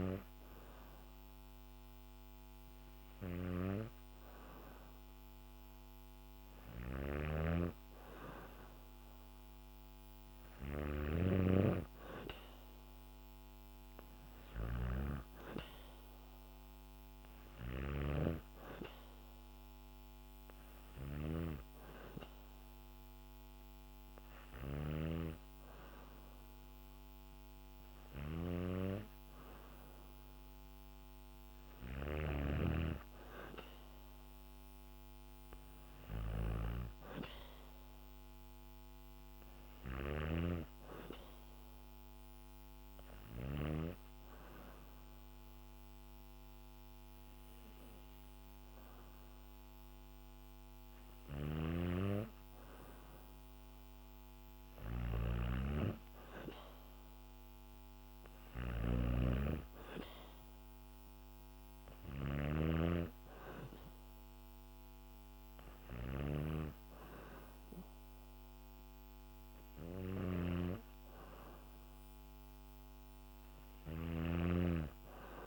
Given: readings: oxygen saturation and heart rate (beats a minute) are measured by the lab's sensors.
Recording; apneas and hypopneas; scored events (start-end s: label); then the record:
breathing in sleep by a microphone on the trachea; none
0.00-10.50 s: snoring (device-marked)
17.00-43.00 s: snoring (device-marked)
50.50-61.50 s: snoring (device-marked)
69.00-75.47 s: snoring (device-marked)
From the record:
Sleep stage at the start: N2 (light sleep); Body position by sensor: on the back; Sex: female